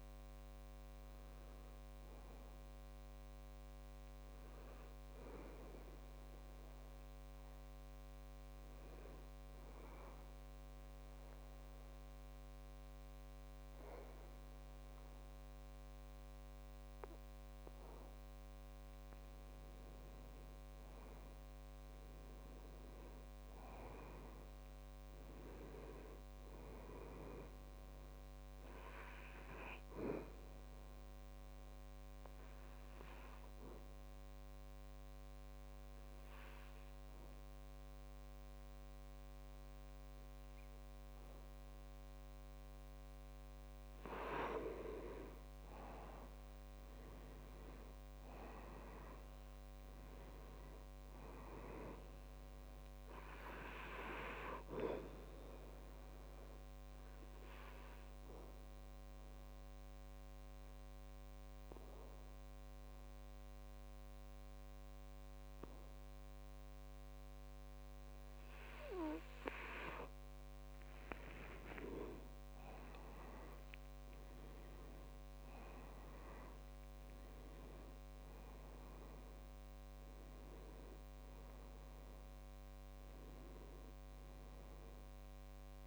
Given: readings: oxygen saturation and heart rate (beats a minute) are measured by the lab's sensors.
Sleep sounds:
breathing in sleep by a microphone on the trachea; 3
2.00-5.50 s: arousal
9.00-20.00 s: obstructive apnea (oxygen 99% before, 93% lowest, heart rate 72 before, 64 extreme, up 6 after)
21.50-25.50 s: arousal
24.00-42.00 s: oxygen desaturation (device-marked, oxygen 98% before, 95% lowest, heart rate 67 before, 65 extreme)
29.50-44.00 s: obstructive apnea (oxygen 99% before, 92% lowest, heart rate 67 before, 65 extreme, up 5 after)
46.50-50.00 s: arousal
54.00-71.00 s: oxygen desaturation (device-marked, oxygen 97% before, 93% lowest, heart rate 68 before, 65 extreme)
56.00-70.50 s: obstructive apnea (oxygen 97% before, 92% lowest, heart rate 68 before, 66 extreme, up 8 after)
72.50-76.00 s: arousal
79.00-85.87 s: oxygen desaturation (device-marked, oxygen 97% before, 92% lowest, heart rate 68 before, 64 extreme)
From the record:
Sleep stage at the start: N2 (light sleep); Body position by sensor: on the back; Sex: male

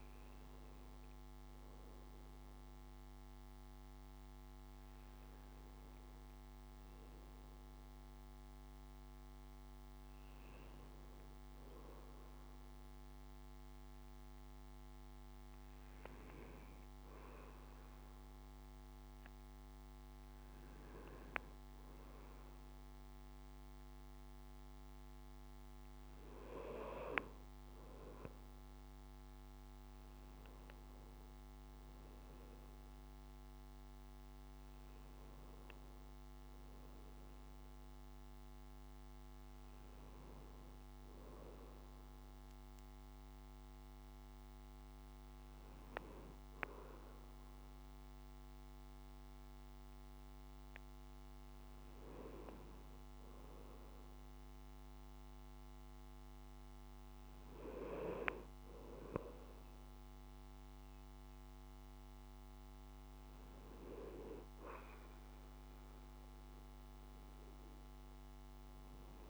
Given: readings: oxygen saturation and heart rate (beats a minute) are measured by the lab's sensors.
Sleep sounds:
breathing in sleep by a microphone on the trachea; none
none scored
From the record:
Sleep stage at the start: N2 (light sleep); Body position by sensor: on the right side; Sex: male

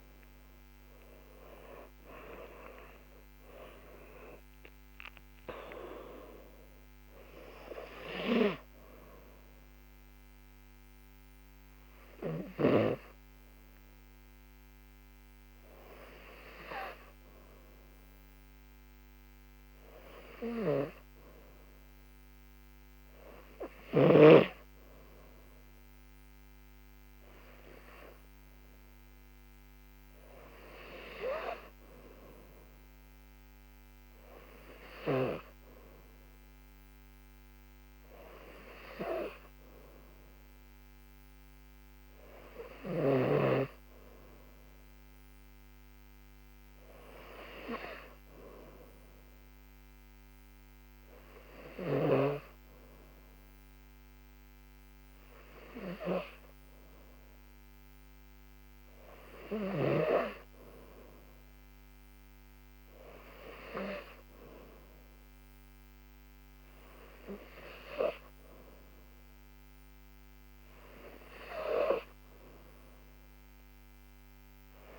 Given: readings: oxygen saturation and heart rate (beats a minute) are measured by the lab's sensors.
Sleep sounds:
breathing in sleep by a microphone on the trachea; none
0.00-4.50 s: arousal
9.00-69.00 s: new sleep stage, N2 (light sleep)
69.00-74.99 s: new sleep stage, N3 (deep sleep)
From the record:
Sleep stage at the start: N3 (deep sleep); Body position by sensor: on the back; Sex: female

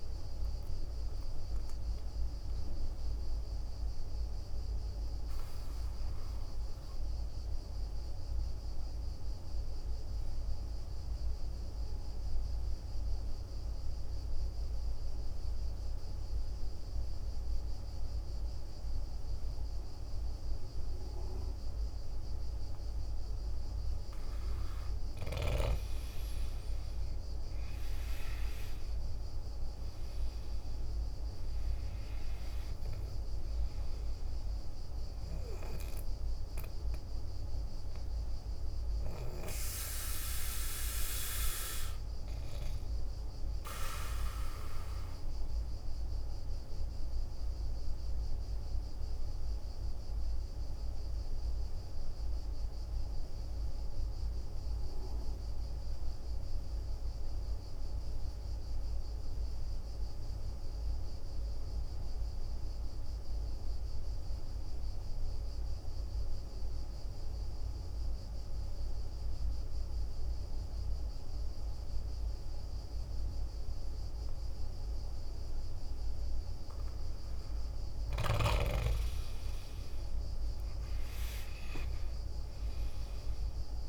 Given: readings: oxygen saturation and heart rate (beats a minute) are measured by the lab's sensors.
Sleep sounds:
breathing in sleep by a room microphone; 2
0.00-3.50 s: oxygen desaturation (device-marked, oxygen 86% lowest, heart rate 50 extreme)
0.50-24.50 s: obstructive apnea (oxygen 96% before, 85% lowest, heart rate 54 before, 48 extreme, up 11 after)
18.50-55.50 s: oxygen desaturation (device-marked, oxygen 98% before, 85% lowest, heart rate 54 before, 48 extreme)
25.00-29.00 s: arousal
46.00-76.50 s: obstructive apnea (oxygen 97% before, 84% lowest, heart rate 56 before, 50 extreme, up 13 after)
70.50-83.89 s: oxygen desaturation (device-marked, oxygen 98% before, 84% lowest, heart rate 51 before, 47 extreme)
78.50-82.50 s: arousal
From the record:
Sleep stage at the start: N2 (light sleep); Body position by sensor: on the back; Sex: male

